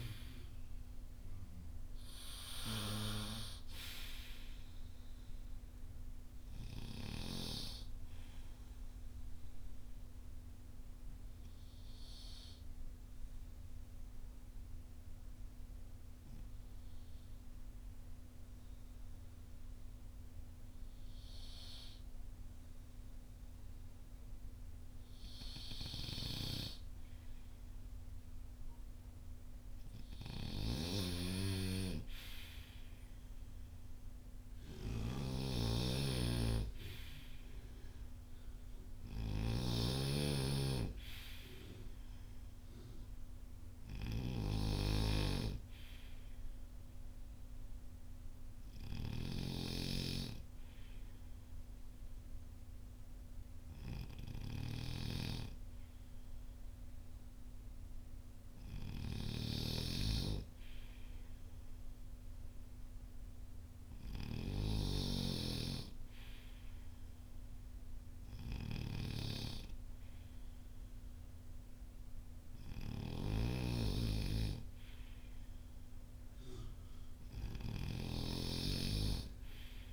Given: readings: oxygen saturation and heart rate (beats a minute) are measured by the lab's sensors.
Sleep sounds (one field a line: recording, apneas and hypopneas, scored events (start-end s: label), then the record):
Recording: breathing in sleep by a room microphone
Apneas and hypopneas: 1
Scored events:
8.00-26.50 s: obstructive apnea (oxygen 96% before, 91% lowest, heart rate 55 before, 40 extreme, up 14 after)
15.50-33.50 s: oxygen desaturation (device-marked, oxygen 95% before, 91% lowest, heart rate 56 before, 40 extreme)
29.00-32.00 s: arousal
30.00-64.50 s: snoring (device-marked)
72.50-79.92 s: snoring (device-marked)
From the record:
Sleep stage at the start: N2 (light sleep)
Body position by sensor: on the front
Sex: male